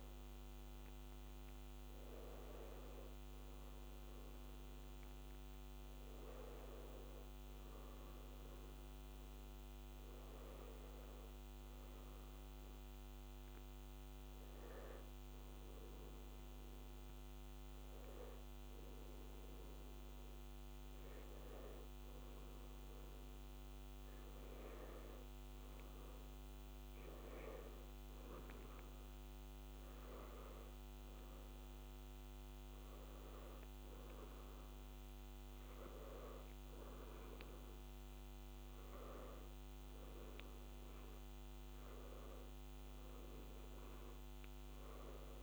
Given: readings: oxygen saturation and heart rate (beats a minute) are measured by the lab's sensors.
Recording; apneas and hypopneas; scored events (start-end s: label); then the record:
breathing in sleep, hard to hear, by a microphone on the trachea; 1
12.00-23.00 s: hypopnea (oxygen 96% before, 92% lowest, heart rate 90 before, 83 extreme, up 0 after)
16.50-45.43 s: new sleep stage, N2 (light sleep)
25.50-30.00 s: arousal
31.50-42.50 s: oxygen desaturation (device-marked, oxygen 95% before, 92% lowest, heart rate 84 before, 83 extreme)
From the record:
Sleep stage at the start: N1 (lightest sleep); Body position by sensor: on the back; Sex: male